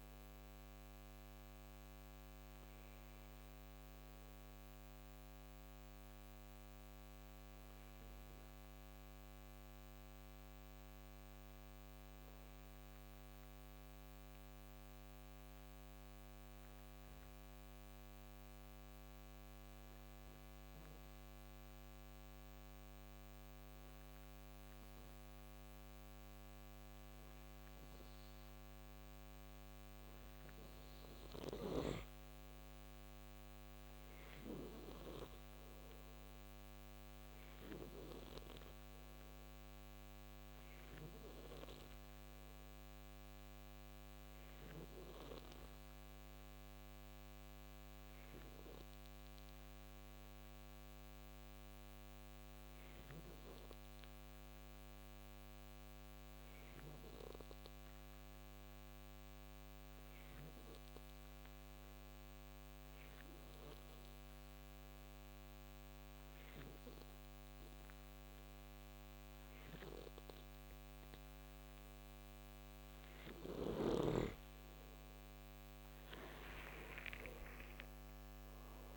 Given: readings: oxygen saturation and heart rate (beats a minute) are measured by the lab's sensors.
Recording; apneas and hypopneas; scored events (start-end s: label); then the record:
breathing in sleep by a microphone on the trachea; 2
5.50-27.50 s: hypopnea (oxygen 93% before, 92% lowest, heart rate 72 before, 55 extreme, up 5 after)
28.00-56.00 s: oxygen desaturation (device-marked, oxygen 98% before, 93% lowest, heart rate 57 before, 55 extreme)
31.50-36.00 s: arousal
41.50-70.00 s: hypopnea (oxygen 98% before, 89% lowest, heart rate 59 before, 51 extreme, up 22 after)
75.00-78.97 s: arousal
From the record:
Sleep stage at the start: N2 (light sleep); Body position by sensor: on the right side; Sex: male